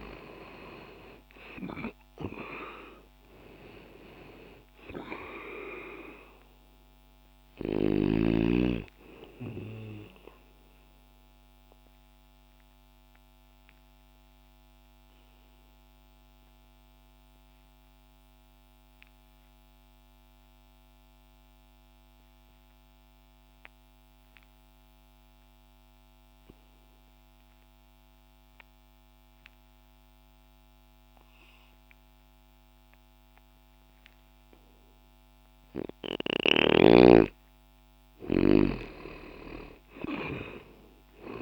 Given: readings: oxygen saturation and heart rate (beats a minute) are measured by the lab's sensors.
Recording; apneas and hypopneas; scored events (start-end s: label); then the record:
breathing in sleep by a microphone on the trachea; 1
9.50-36.00 s: obstructive apnea (oxygen 97% before, 88% lowest, heart rate 60 before, 60 extreme, up 1 after)
22.00-31.00 s: oxygen desaturation (device-marked, oxygen 93% before, 88% lowest, heart rate 61 before, 60 extreme)
38.50-41.42 s: arousal
From the record:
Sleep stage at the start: N2 (light sleep); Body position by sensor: on the left side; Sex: male